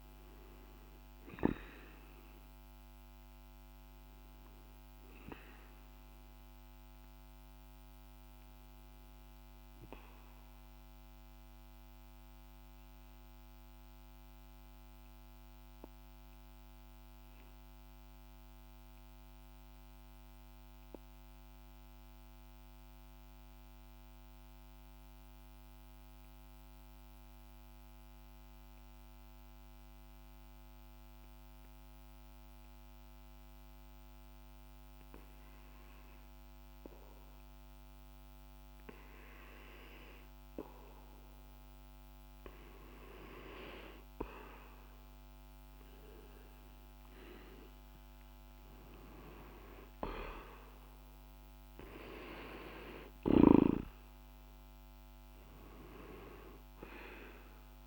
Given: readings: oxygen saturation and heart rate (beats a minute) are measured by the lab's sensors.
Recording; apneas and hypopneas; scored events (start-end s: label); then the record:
breathing in sleep by a microphone on the trachea; 1
0.00-16.00 s: oxygen desaturation (device-marked, oxygen 88% lowest, heart rate 46 extreme)
12.00-41.00 s: mixed apnea (oxygen 95% before, 91% lowest, heart rate 52 before, 47 extreme, up 4 after)
34.00-57.87 s: oxygen desaturation (device-marked, oxygen 99% before, 91% lowest, heart rate 48 before, 47 extreme)
45.00-50.50 s: arousal
From the record:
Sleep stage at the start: REM sleep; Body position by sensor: on the back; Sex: male